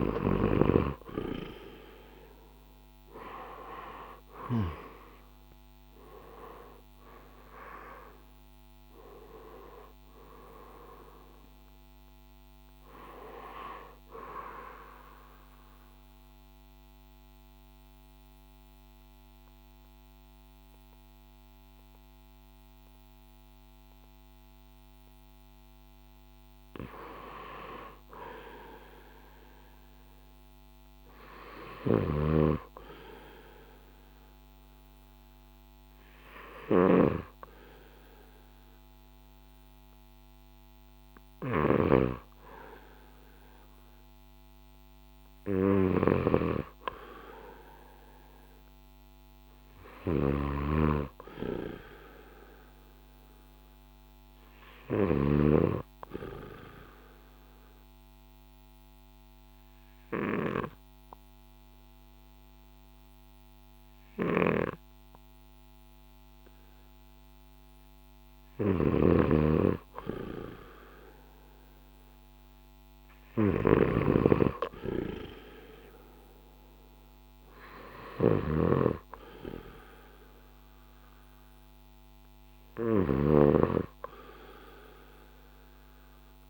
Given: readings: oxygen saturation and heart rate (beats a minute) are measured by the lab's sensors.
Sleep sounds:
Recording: breathing in sleep by a microphone on the trachea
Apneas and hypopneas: 2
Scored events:
2.50-16.50 s: drop in pulse transit time (device-marked, heart rate 60 before, 61 extreme)
6.50-10.50 s: arousal
15.00-26.50 s: central apnea (oxygen 93% before, 89% lowest, heart rate 64 before, 57 extreme, up 5 after)
28.00-30.50 s: arousal
31.50-55.00 s: snoring (device-marked)
39.50-51.50 s: oxygen desaturation (device-marked, oxygen 98% before, 93% lowest, heart rate 59 before, 57 extreme)
57.50-69.00 s: obstructive apnea (oxygen 98% before, 89% lowest, heart rate 60 before, 57 extreme, up 2 after)
59.50-72.50 s: oxygen desaturation (device-marked, oxygen 95% before, 91% lowest, heart rate 60 before, 57 extreme)
64.00-86.50 s: snoring (device-marked)
71.00-74.50 s: arousal
80.50-86.50 s: oxygen desaturation (device-marked, oxygen 94% before, 89% lowest, heart rate 59 before, 57 extreme)
From the record:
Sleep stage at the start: N2 (light sleep)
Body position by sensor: on the back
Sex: male

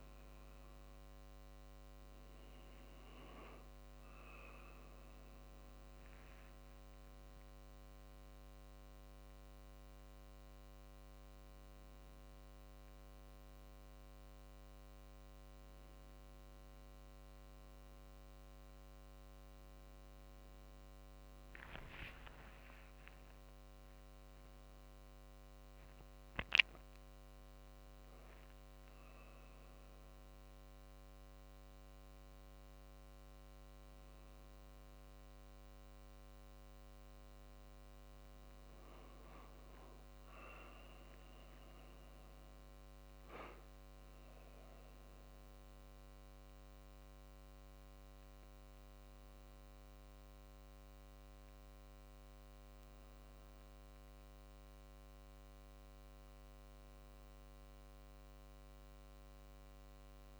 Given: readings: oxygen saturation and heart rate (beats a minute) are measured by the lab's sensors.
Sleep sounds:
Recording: a person awake in a sleep study, hard to hear, by a microphone on the trachea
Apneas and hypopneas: none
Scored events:
43.00-45.00 s: long interval between heartbeats (device-marked, heart rate 51 before, 58 extreme)
45.50-56.50 s: drop in pulse transit time (device-marked, heart rate 52 before, 50 extreme)
From the record:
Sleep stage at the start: awake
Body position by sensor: on the back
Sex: male

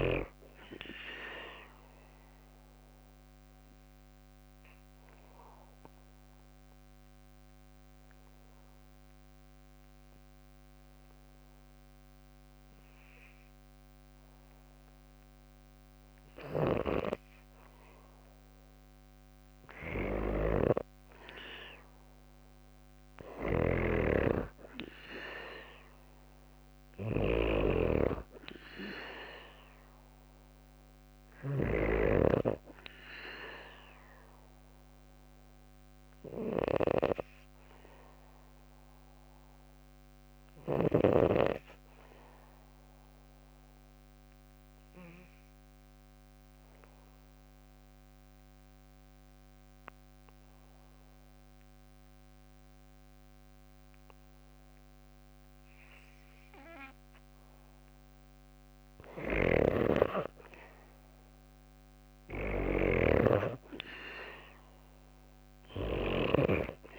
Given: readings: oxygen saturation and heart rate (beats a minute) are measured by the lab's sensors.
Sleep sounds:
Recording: breathing in sleep by a microphone on the trachea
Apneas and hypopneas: 2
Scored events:
1.50-17.00 s: obstructive apnea (oxygen 92% before, 82% lowest, heart rate 66 before, 58 extreme, up 3 after)
19.50-40.00 s: snoring (device-marked)
21.50-25.50 s: arousal
25.00-45.00 s: oxygen desaturation (device-marked, oxygen 97% before, 86% lowest, heart rate 59 before, 57 extreme)
42.00-58.00 s: obstructive apnea (oxygen 97% before, 82% lowest, heart rate 61 before, 57 extreme, up 4 after)
58.50-66.99 s: snoring (device-marked)
59.00-66.99 s: oxygen desaturation (device-marked, oxygen 96% before, 82% lowest, heart rate 58 before, 58 extreme)
60.50-64.00 s: arousal
From the record:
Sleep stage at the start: N2 (light sleep)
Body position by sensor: on the back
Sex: female

